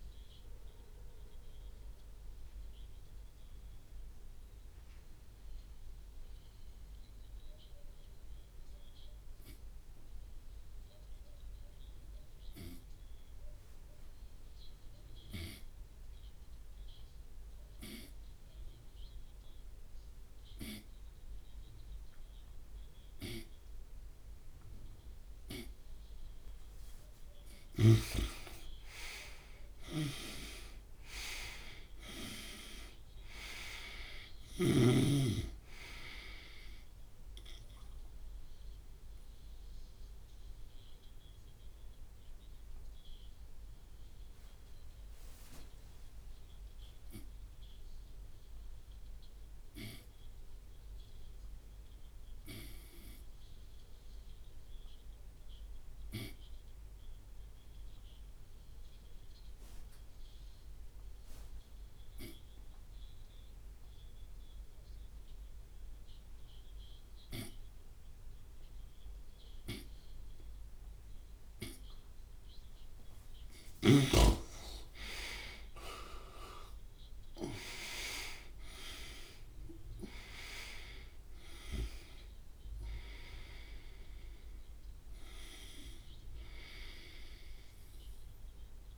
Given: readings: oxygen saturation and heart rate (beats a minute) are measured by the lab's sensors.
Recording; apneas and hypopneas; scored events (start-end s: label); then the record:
breathing in sleep by a room microphone; 2
2.50-25.50 s: obstructive apnea (oxygen 99% before, 85% lowest)
8.00-16.00 s: oxygen desaturation (device-marked, oxygen 95% before, 91% lowest)
26.00-30.50 s: arousal
27.00-59.00 s: oxygen desaturation (device-marked, oxygen 99% before, 85% lowest)
38.50-72.50 s: obstructive apnea (oxygen 99% before, 85% lowest)
70.00-88.98 s: oxygen desaturation (device-marked, oxygen 99% before, 93% lowest)
75.00-79.00 s: arousal
From the record:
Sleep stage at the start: N2 (light sleep); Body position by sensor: on the right side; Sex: male